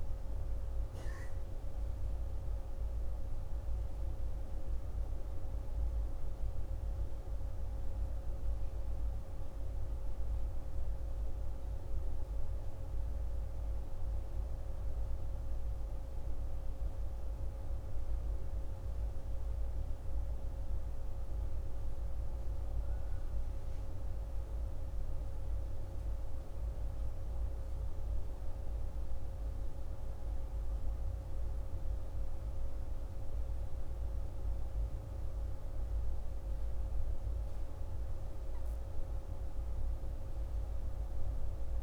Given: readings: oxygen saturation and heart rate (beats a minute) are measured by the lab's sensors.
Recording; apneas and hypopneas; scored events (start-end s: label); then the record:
breathing in sleep, hard to hear, by a room microphone; none
none scored
From the record:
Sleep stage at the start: N1 (lightest sleep); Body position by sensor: on the back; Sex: male